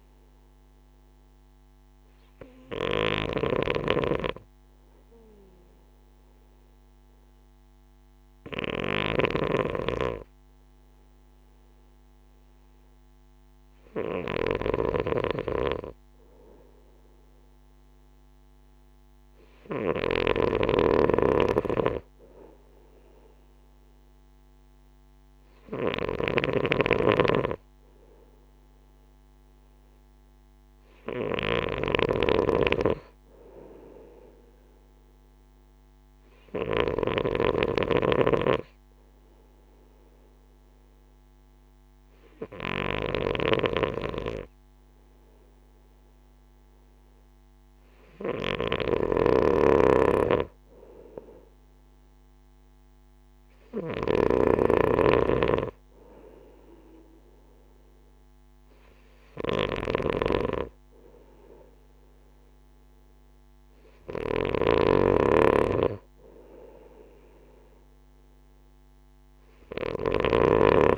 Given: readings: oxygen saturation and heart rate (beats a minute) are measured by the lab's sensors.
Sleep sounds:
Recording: breathing in sleep by a microphone on the trachea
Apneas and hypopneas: none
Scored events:
3.00-70.98 s: snoring (device-marked)
From the record:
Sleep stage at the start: N2 (light sleep)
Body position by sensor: on the right side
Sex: male

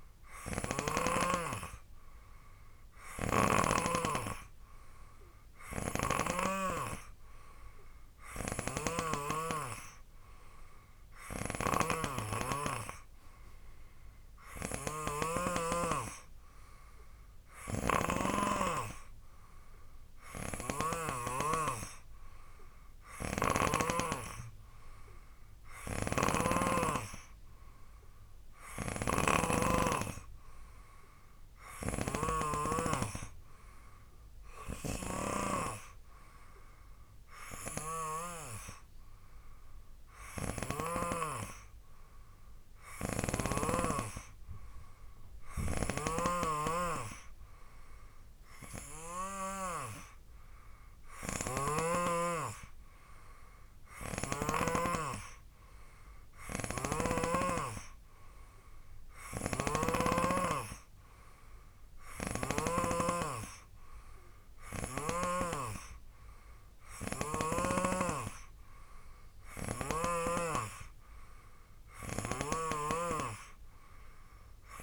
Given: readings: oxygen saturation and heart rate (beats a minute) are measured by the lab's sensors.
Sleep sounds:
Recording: breathing in sleep by a room microphone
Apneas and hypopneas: none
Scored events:
0.50-4.00 s: snoring (device-marked)
8.50-18.50 s: snoring (device-marked)
20.50-24.00 s: snoring (device-marked)
26.00-38.50 s: snoring (device-marked)
43.00-55.00 s: snoring (device-marked)
59.50-63.00 s: snoring (device-marked)
From the record:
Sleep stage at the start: N3 (deep sleep)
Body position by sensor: on the right side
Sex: male

